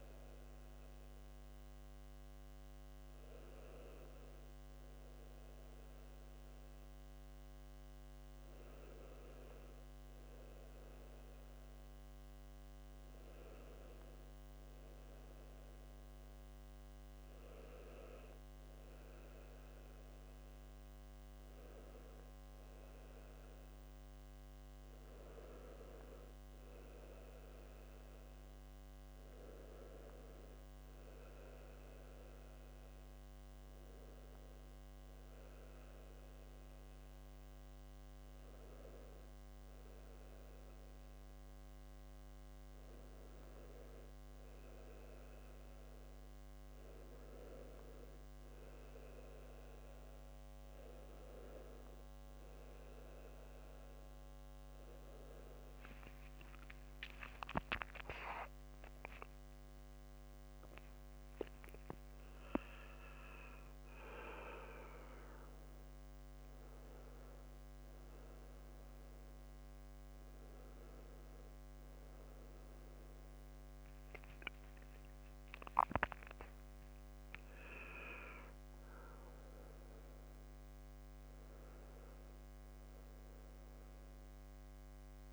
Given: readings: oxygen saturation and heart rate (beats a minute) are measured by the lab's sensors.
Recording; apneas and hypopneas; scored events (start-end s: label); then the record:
breathing in sleep by a microphone on the trachea; none
61.00-63.00 s: long interval between heartbeats (device-marked, heart rate 80 before, 110 extreme)
From the record:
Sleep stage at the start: N2 (light sleep); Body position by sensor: on the back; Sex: male